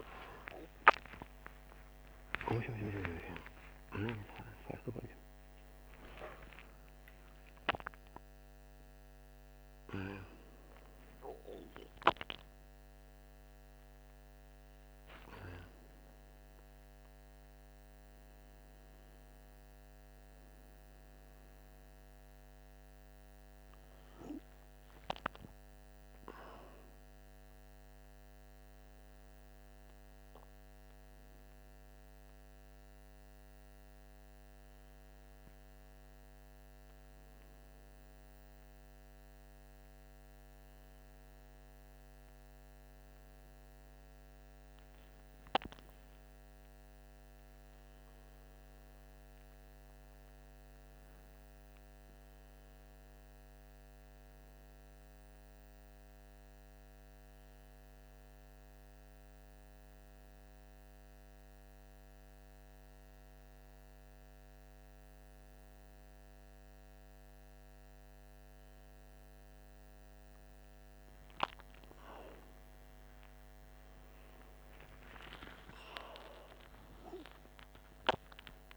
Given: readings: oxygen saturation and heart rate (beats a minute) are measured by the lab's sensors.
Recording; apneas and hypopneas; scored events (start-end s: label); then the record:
a person awake in a sleep study, by a microphone on the trachea; none
none scored
From the record:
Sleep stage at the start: awake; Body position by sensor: on the right side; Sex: male